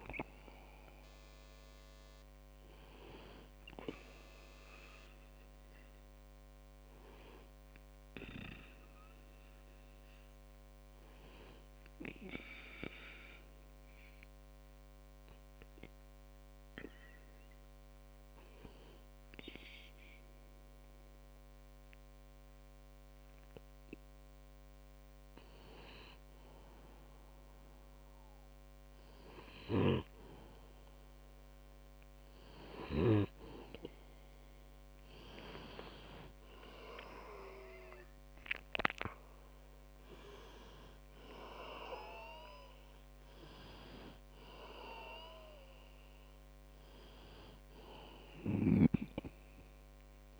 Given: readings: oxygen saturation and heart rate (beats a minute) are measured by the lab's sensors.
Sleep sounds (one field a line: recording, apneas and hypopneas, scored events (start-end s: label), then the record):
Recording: breathing in sleep by a microphone on the trachea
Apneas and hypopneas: 1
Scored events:
5.50-24.50 s: hypopnea (oxygen 98% before, 93% lowest, heart rate 52 before, 44 extreme, up 5 after)
32.50-37.00 s: arousal
32.50-50.40 s: oxygen desaturation (device-marked, oxygen 97% before, 93% lowest, heart rate 54 before, 44 extreme)
From the record:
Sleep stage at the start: N2 (light sleep)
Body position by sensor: on the back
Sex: male